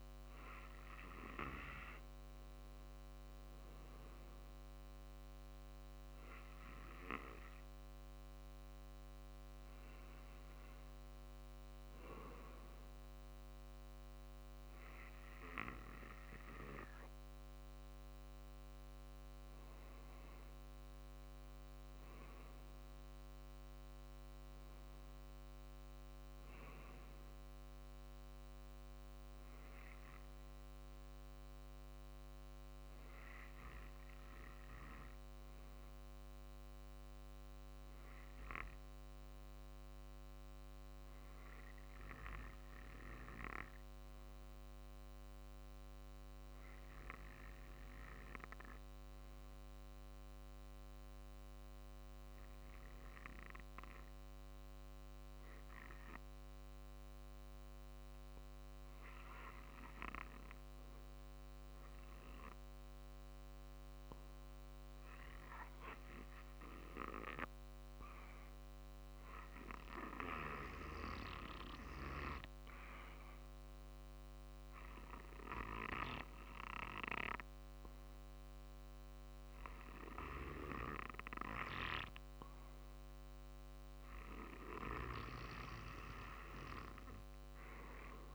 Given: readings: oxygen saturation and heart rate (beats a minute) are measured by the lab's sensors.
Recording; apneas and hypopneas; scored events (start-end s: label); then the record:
breathing in sleep by a microphone on the trachea; 1
0.00-8.00 s: drop in pulse transit time (device-marked, heart rate 51 extreme)
34.00-82.50 s: obstructive apnea (oxygen 93% before, 88% lowest, heart rate 50 before, 47 extreme, up 2 after)
64.00-86.00 s: oxygen desaturation (device-marked, oxygen 96% before, 89% lowest, heart rate 48 before, 49 extreme)
87.00-88.35 s: arousal
From the record:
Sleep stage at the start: REM sleep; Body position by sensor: on the back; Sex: male